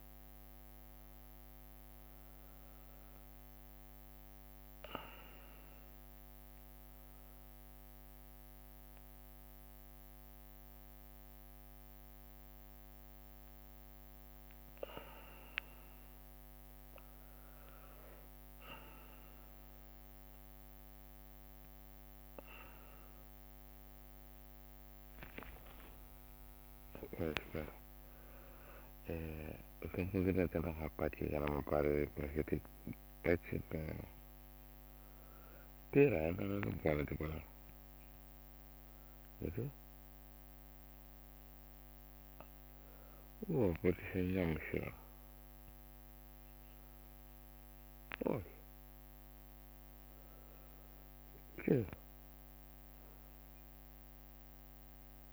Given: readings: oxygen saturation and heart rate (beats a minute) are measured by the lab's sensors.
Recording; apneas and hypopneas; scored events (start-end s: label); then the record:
a person awake in a sleep study, by a microphone on the trachea; none
0.50-5.50 s: leg movement (device-marked)
8.00-9.00 s: leg movement (device-marked)
9.00-23.00 s: drop in pulse transit time (device-marked, heart rate 72 before, 66 extreme)
25.00-34.50 s: leg movement (device-marked)
25.50-27.50 s: long interval between heartbeats (device-marked, heart rate 68 before, 74 extreme)
From the record:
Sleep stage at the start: awake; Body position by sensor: on the back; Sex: male